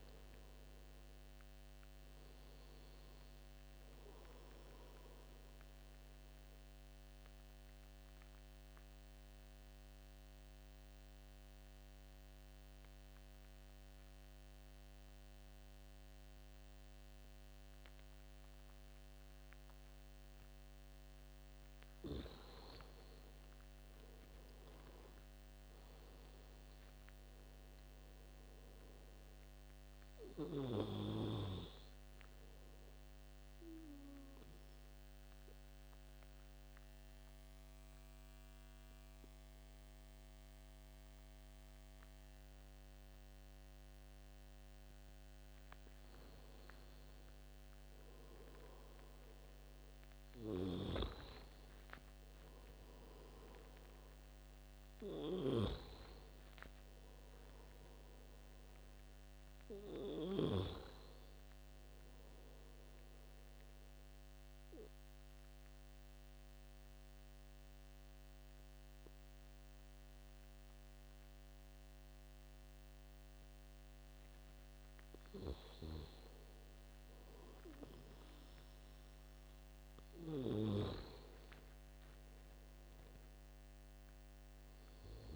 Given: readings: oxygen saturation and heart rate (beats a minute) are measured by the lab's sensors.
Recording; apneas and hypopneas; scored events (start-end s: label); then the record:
breathing in sleep by a microphone on the trachea; 3
6.00-21.00 s: obstructive apnea (oxygen 97% before, 90% lowest, heart rate 78 before, 69 extreme, up 10 after)
11.00-20.00 s: oxygen desaturation (device-marked, oxygen 95% before, 92% lowest, heart rate 78 before, 69 extreme)
24.00-27.00 s: arousal
29.00-46.00 s: oxygen desaturation (device-marked, oxygen 97% before, 90% lowest, heart rate 75 before, 69 extreme)
34.50-45.50 s: obstructive apnea (oxygen 97% before, 90% lowest, heart rate 75 before, 69 extreme, up 8 after)
50.00-53.00 s: arousal
64.50-75.50 s: obstructive apnea (oxygen 97% before, 89% lowest, heart rate 76 before, 70 extreme, up 7 after)
77.50-80.50 s: arousal
From the record:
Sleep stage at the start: N2 (light sleep); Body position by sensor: on the back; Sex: male